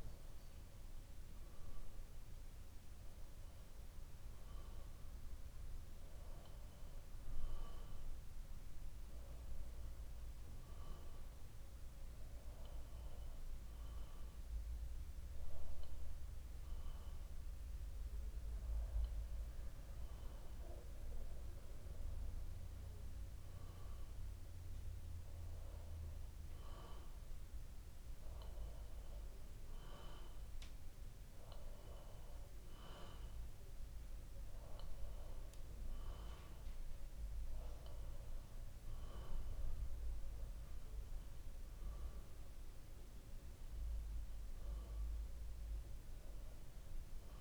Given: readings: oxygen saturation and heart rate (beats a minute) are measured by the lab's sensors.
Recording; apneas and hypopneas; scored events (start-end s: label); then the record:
breathing in sleep, hard to hear, by a room microphone; none
none scored
From the record:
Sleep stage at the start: N2 (light sleep); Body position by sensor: on the back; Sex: male